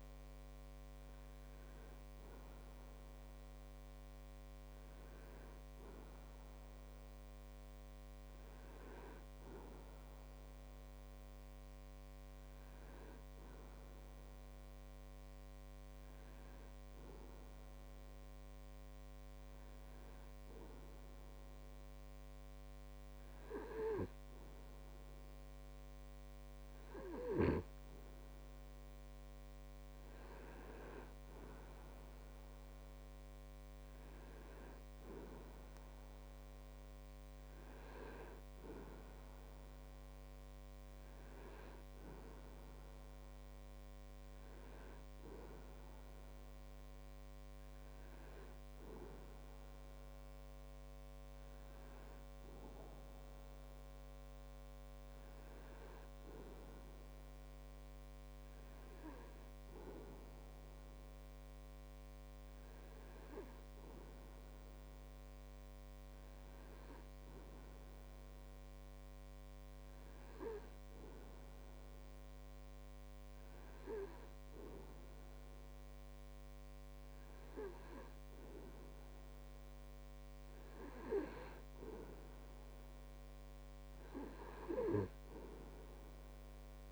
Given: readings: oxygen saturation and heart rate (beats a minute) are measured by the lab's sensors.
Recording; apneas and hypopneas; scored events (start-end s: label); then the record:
breathing in sleep by a microphone on the trachea; 1
9.50-86.92 s: new sleep stage, N2 (light sleep)
17.50-30.50 s: hypopnea (oxygen 96% before, 95% lowest)
34.00-38.00 s: arousal
From the record:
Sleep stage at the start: N1 (lightest sleep); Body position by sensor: on the right side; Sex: male